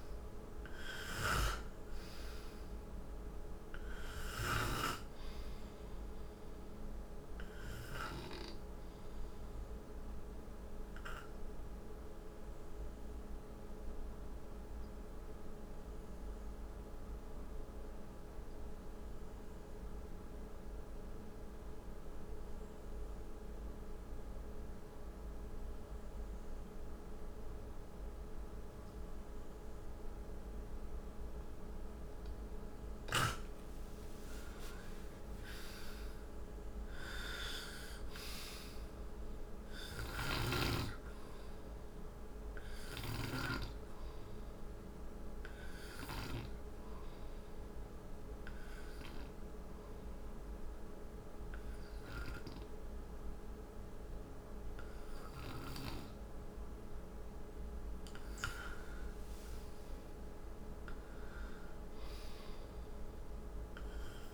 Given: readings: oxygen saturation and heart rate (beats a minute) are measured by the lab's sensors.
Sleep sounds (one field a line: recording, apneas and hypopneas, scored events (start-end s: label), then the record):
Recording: breathing in sleep by a room microphone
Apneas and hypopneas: 2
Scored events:
0.00-20.50 s: oxygen desaturation (device-marked, oxygen 88% lowest, heart rate 55 extreme)
10.50-32.50 s: obstructive apnea (oxygen 98% before, 88% lowest, heart rate 61 before, 56 extreme, up 23 after)
33.50-37.50 s: arousal
34.50-57.50 s: oxygen desaturation (device-marked, oxygen 98% before, 89% lowest, heart rate 61 before, 52 extreme)
39.50-43.00 s: snoring (device-marked)
42.00-56.50 s: hypopnea (oxygen 98% before, 84% lowest, heart rate 68 before, 52 extreme, up 21 after)
59.50-63.50 s: arousal
From the record:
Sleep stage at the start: N2 (light sleep)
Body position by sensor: on the right side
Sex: male